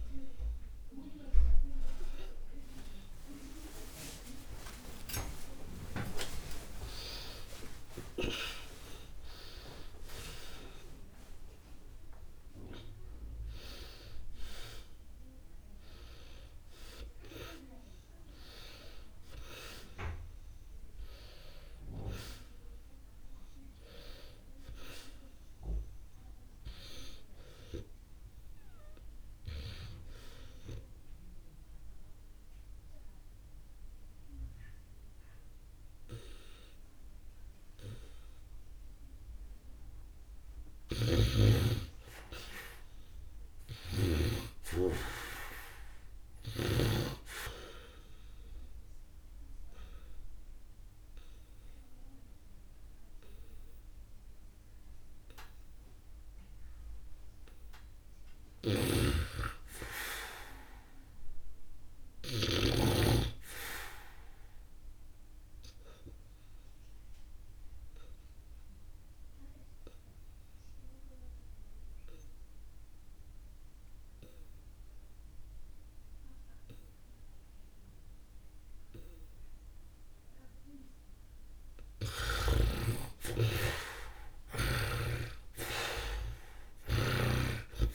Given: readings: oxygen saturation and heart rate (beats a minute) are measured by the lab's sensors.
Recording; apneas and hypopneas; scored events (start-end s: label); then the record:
a person awake in a sleep study, by a room microphone; 2
0.00-21.50 s: oxygen desaturation (device-marked, oxygen 73% lowest, heart rate 46 extreme)
5.00-7.00 s: long interval between heartbeats (device-marked, heart rate 56 before, 89 extreme)
40.50-47.00 s: snoring (device-marked)
46.50-62.50 s: oxygen desaturation (device-marked, oxygen 98% before, 88% lowest, heart rate 68 before, 55 extreme)
46.50-87.95 s: new sleep stage, N2 (light sleep)
48.50-58.50 s: obstructive apnea (oxygen 100% before, 76% lowest, heart rate 67 before, 59 extreme, up 4 after)
58.50-62.50 s: snoring (device-marked)
60.00-64.00 s: arousal
67.50-81.50 s: obstructive apnea (oxygen 98% before, 76% lowest, heart rate 64 before, 55 extreme, up 0 after)
72.50-79.50 s: oxygen desaturation (device-marked, oxygen 96% before, 89% lowest, heart rate 64 before, 55 extreme)
83.00-87.00 s: arousal
From the record:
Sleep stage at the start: awake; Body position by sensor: on the back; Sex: male